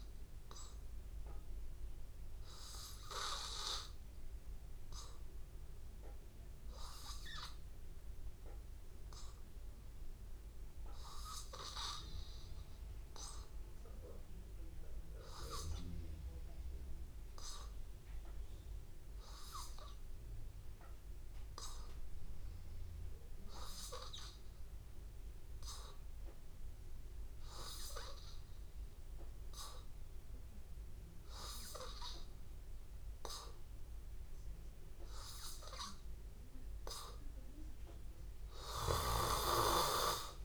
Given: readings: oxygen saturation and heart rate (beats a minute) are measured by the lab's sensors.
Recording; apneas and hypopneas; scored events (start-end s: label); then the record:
breathing in sleep by a room microphone; none
3.50-4.50 s: oxygen desaturation (device-marked, oxygen 96% before, 95% lowest, heart rate 78 before, 79 extreme)
34.50-40.45 s: oxygen desaturation (device-marked, oxygen 93% before, 90% lowest, heart rate 80 before, 79 extreme)
From the record:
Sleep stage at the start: N2 (light sleep); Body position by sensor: on the back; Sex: male